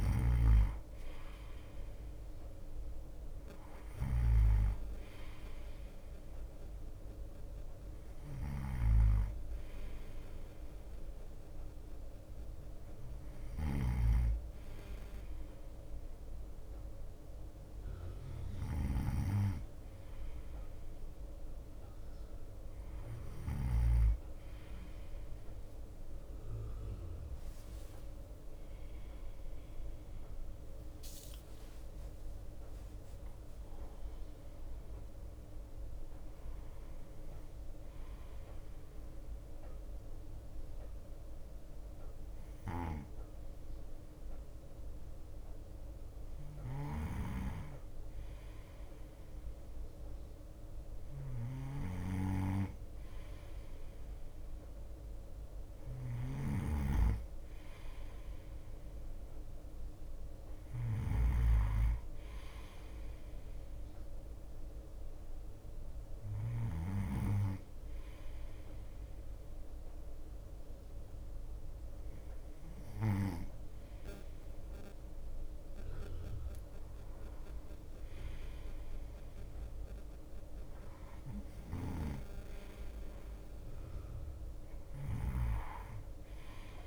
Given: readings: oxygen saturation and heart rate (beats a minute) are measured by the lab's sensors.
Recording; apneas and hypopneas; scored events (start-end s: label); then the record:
breathing in sleep by a room microphone; 1
0.00-24.00 s: snoring (device-marked)
0.00-24.50 s: bradycardia (device-marked, heart rate 54 extreme)
27.50-32.50 s: arousal
27.50-42.50 s: drop in pulse transit time (device-marked, heart rate 56 before, 58 extreme)
28.00-30.00 s: long interval between heartbeats (device-marked, heart rate 56 before, 68 extreme)
36.50-86.87 s: bradycardia (device-marked, heart rate 59 before, 55 extreme)
37.50-49.00 s: obstructive apnea (oxygen 94% before, 92% lowest, heart rate 61 before, 55 extreme, up 1 after)
46.50-67.00 s: snoring (device-marked)
50.50-53.50 s: arousal
82.00-86.87 s: snoring (device-marked)
From the record:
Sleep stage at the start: N2 (light sleep); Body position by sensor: on the right side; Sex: male